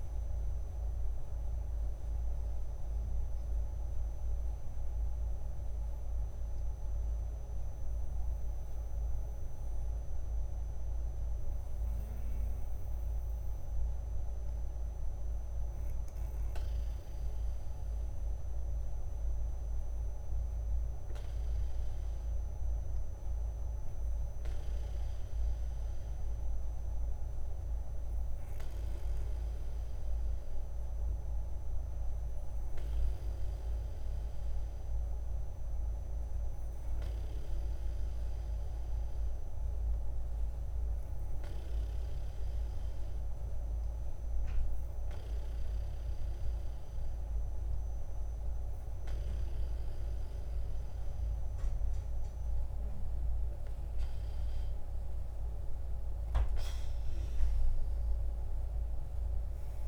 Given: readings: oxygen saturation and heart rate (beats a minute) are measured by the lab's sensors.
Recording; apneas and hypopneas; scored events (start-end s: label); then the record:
breathing in sleep, hard to hear, by a room microphone; 2
0.00-1.00 s: arousal
4.50-19.00 s: hypopnea (oxygen 96% before, 94% lowest, heart rate 70 before, 62 extreme, up 3 after)
21.00-24.50 s: arousal
40.50-54.50 s: hypopnea (oxygen 96% before, 94% lowest, heart rate 64 before, 64 extreme, up 3 after)
56.00-59.50 s: arousal
From the record:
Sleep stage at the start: N2 (light sleep); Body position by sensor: on the back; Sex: female